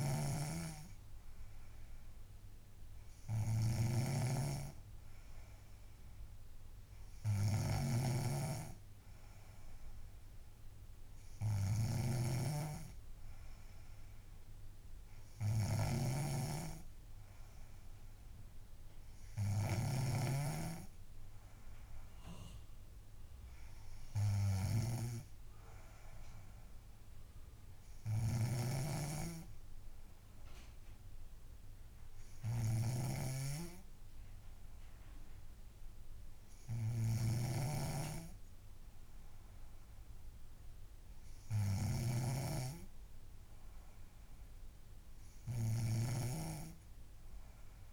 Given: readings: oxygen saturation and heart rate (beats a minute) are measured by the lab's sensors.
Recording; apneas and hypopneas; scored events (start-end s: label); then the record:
breathing in sleep by a room microphone; none
0.00-47.93 s: snoring (device-marked)
From the record:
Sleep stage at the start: N2 (light sleep); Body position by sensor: on the back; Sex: female